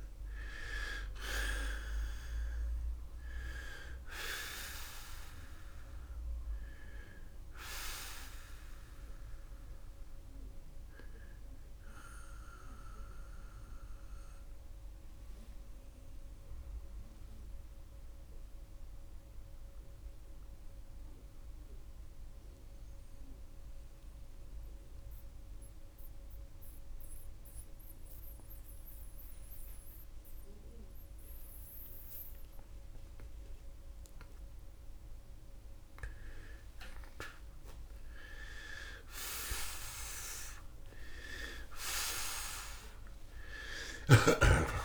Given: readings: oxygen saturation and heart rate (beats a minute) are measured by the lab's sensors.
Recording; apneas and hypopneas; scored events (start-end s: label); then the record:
breathing in sleep by a room microphone; 1
0.00-41.00 s: oxygen desaturation (device-marked, oxygen 96% before, 80% lowest, heart rate 112 before, 65 extreme)
17.00-35.50 s: central apnea (oxygen 96% before, 80% lowest, heart rate 134 before, 65 extreme, up 41 after)
39.50-44.00 s: arousal
From the record:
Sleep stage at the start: N2 (light sleep); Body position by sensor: on the back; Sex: male